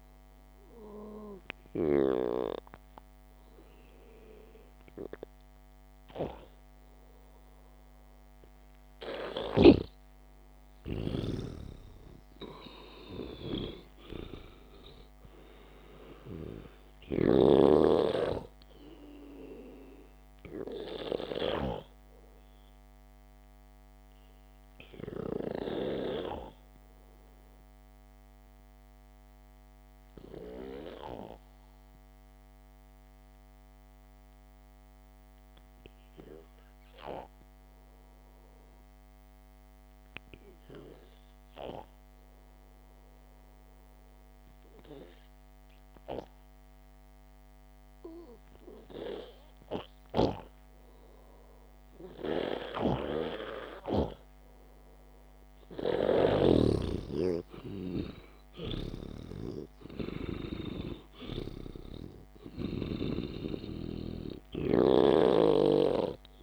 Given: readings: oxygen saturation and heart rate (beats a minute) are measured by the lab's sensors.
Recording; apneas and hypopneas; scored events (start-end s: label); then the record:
breathing in sleep by a microphone on the trachea; 1
10.50-15.00 s: arousal
13.00-15.00 s: long interval between heartbeats (device-marked, heart rate 63 before, 60 extreme)
17.50-39.50 s: oxygen desaturation (device-marked, oxygen 97% before, 91% lowest, heart rate 61 before, 51 extreme)
24.50-56.50 s: hypopnea (oxygen 99% before, 91% lowest, heart rate 56 before, 51 extreme, up 7 after)
52.50-66.43 s: oxygen desaturation (device-marked, oxygen 98% before, 93% lowest, heart rate 63 before, 51 extreme)
56.50-63.50 s: snoring (device-marked)
58.50-62.00 s: arousal
From the record:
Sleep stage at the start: N2 (light sleep); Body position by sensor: on the back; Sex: male